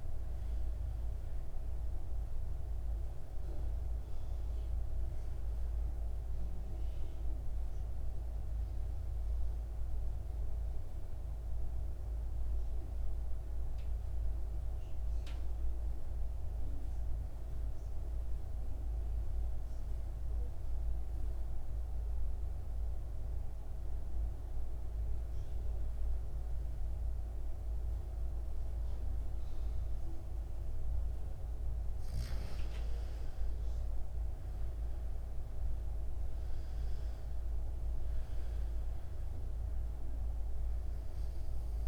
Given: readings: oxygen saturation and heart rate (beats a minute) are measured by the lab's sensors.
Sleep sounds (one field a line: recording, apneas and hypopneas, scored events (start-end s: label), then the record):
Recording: breathing in sleep, hard to hear, by a room microphone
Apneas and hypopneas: 1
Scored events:
1.00-23.00 s: oxygen desaturation (device-marked, oxygen 99% before, 89% lowest, heart rate 56 before, 53 extreme)
8.50-31.00 s: mixed apnea (oxygen 99% before, 88% lowest, heart rate 59 before, 52 extreme, up 12 after)
36.00-39.50 s: arousal
From the record:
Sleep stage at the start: N2 (light sleep)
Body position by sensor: on the back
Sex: male